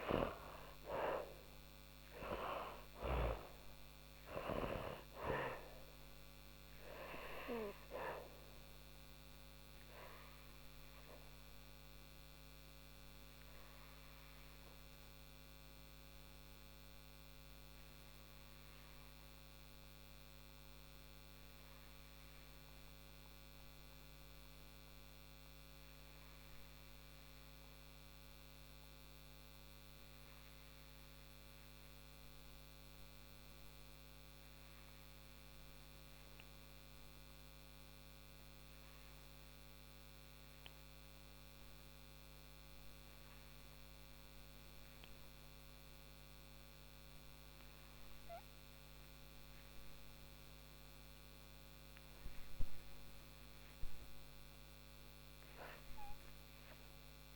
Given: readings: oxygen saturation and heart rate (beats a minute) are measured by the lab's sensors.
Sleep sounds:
breathing in sleep by a microphone on the trachea; 1
0.00-4.50 s: arousal
0.00-25.50 s: oxygen desaturation (device-marked, oxygen 85% lowest, heart rate 38 extreme)
13.00-42.50 s: hypopnea (oxygen 98% before, 82% lowest, heart rate 88 before, 38 extreme, up 56 after)
40.50-57.36 s: oxygen desaturation (device-marked, oxygen 98% before, 82% lowest, heart rate 52 before, 43 extreme)
46.00-50.00 s: arousal
From the record:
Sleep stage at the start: N2 (light sleep); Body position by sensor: on the back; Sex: female

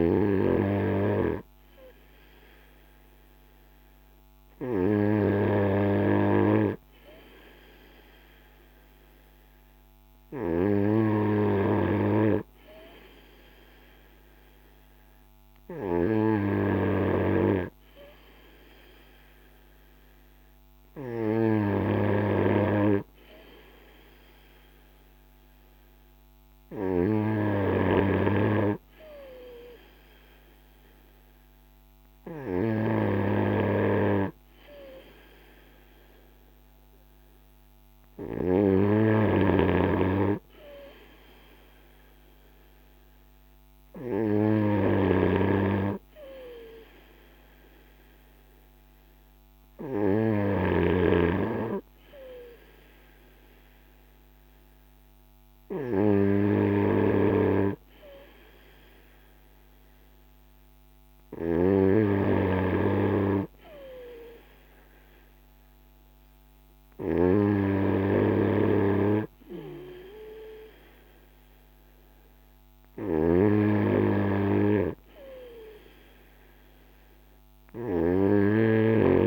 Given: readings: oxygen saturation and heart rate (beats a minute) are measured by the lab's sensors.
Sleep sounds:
breathing in sleep by a microphone on the trachea; none
none scored
From the record:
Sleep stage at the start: N3 (deep sleep); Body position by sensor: on the front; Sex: male

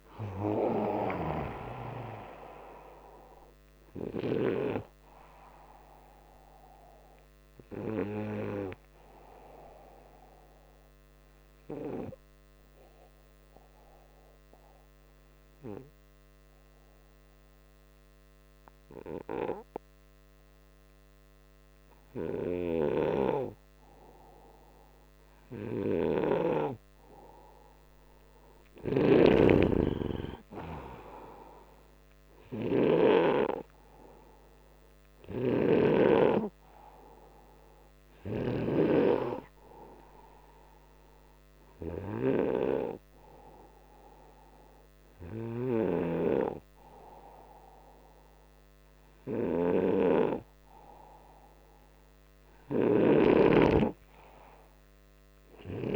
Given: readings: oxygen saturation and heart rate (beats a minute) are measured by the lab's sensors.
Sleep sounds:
breathing in sleep by a microphone on the trachea; 1
9.50-26.50 s: hypopnea (oxygen 96% before, 91% lowest, heart rate 66 before, 60 extreme, up 7 after)
27.50-31.50 s: arousal
28.50-33.00 s: snoring (device-marked)
34.00-55.96 s: oxygen desaturation (device-marked, oxygen 98% before, 91% lowest, heart rate 64 before, 60 extreme)
35.00-38.50 s: snoring (device-marked)
52.50-55.96 s: snoring (device-marked)
From the record:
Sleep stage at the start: N2 (light sleep); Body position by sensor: upright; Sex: male

